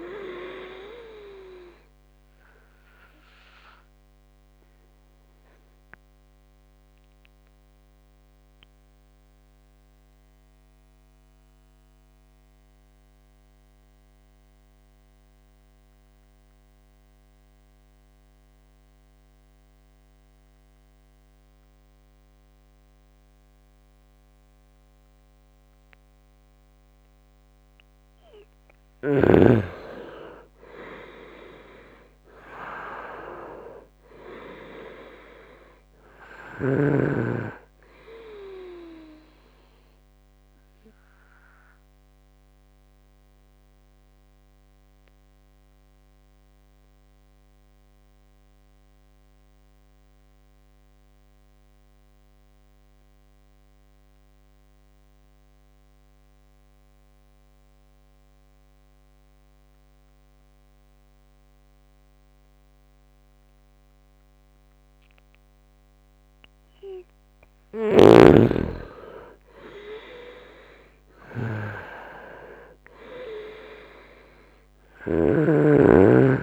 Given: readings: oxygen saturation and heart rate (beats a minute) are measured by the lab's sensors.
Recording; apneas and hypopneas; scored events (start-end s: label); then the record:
breathing in sleep by a microphone on the trachea; 2
0.00-18.50 s: oxygen desaturation (device-marked, oxygen 87% lowest, heart rate 65 extreme)
4.00-26.00 s: obstructive apnea (oxygen 99% before, 87% lowest, heart rate 70 before, 65 extreme, up 4 after)
26.50-56.50 s: oxygen desaturation (device-marked, oxygen 98% before, 87% lowest, heart rate 68 before, 66 extreme)
29.50-34.50 s: arousal
42.50-66.50 s: obstructive apnea (oxygen 98% before, 85% lowest, heart rate 69 before, 64 extreme)
64.50-76.43 s: oxygen desaturation (device-marked, oxygen 99% before, 85% lowest, heart rate 72 before, 64 extreme)
67.50-75.00 s: snoring (device-marked)
68.50-72.50 s: arousal
From the record:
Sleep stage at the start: N2 (light sleep); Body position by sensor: on the right side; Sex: male